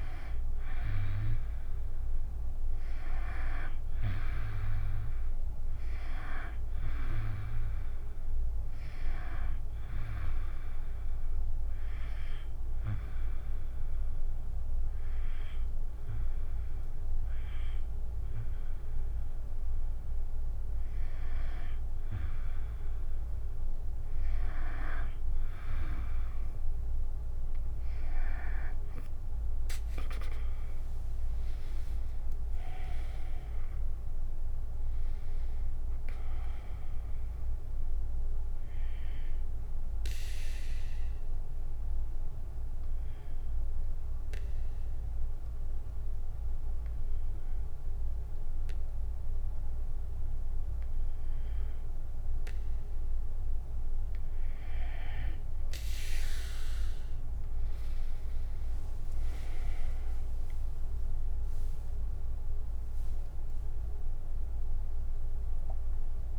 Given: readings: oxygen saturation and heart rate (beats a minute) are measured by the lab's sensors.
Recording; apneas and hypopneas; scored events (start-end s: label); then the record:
breathing in sleep by a room microphone; 2
12.50-23.50 s: hypopnea (oxygen 96% before, 91% lowest, heart rate 69 before, 60 extreme, up 7 after)
29.00-48.00 s: oxygen desaturation (device-marked, oxygen 95% before, 91% lowest, heart rate 66 before, 60 extreme)
30.00-42.00 s: drop in pulse transit time (device-marked, heart rate 66 before, 62 extreme)
31.00-34.50 s: arousal
39.00-51.50 s: obstructive apnea (oxygen 95% before, 91% lowest, heart rate 68 before, 62 extreme, up 17 after)
59.00-66.39 s: drop in pulse transit time (device-marked, heart rate 64 before, 77 extreme)
60.00-66.00 s: arousal
61.00-66.39 s: oxygen desaturation (device-marked, oxygen 97% before, 91% lowest, heart rate 66 before, 62 extreme)
From the record:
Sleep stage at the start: N2 (light sleep); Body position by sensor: on the back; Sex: female